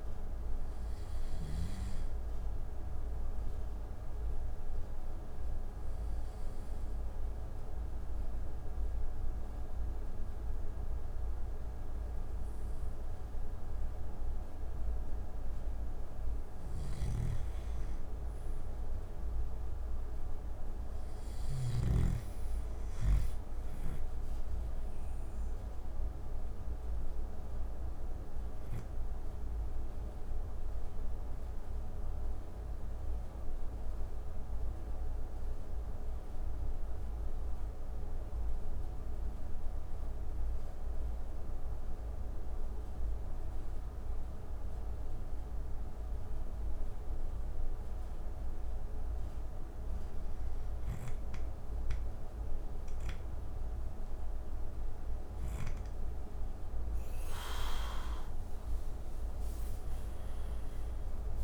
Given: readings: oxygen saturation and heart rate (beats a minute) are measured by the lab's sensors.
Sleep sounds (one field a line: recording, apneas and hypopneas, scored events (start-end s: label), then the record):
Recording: breathing in sleep, hard to hear, by a room microphone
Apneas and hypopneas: 2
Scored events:
0.00-14.00 s: oxygen desaturation (device-marked, oxygen 93% lowest)
4.00-14.50 s: obstructive apnea (oxygen 97% before, 93% lowest)
16.00-21.00 s: snoring (device-marked)
17.50-21.00 s: arousal
30.00-49.00 s: mixed apnea (oxygen 96% before, 93% lowest)
52.00-55.50 s: arousal
From the record:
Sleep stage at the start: N2 (light sleep)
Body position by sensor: on the back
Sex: male